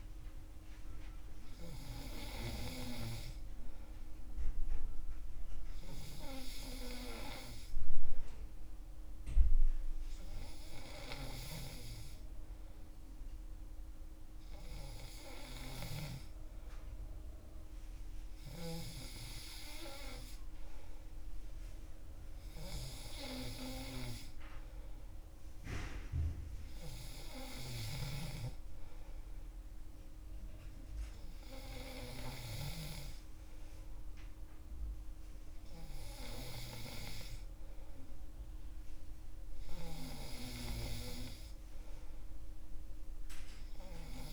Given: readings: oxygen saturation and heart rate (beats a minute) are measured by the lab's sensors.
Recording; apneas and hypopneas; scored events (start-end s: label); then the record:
breathing in sleep by a room microphone; none
none scored
From the record:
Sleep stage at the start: N3 (deep sleep); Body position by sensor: on the back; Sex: male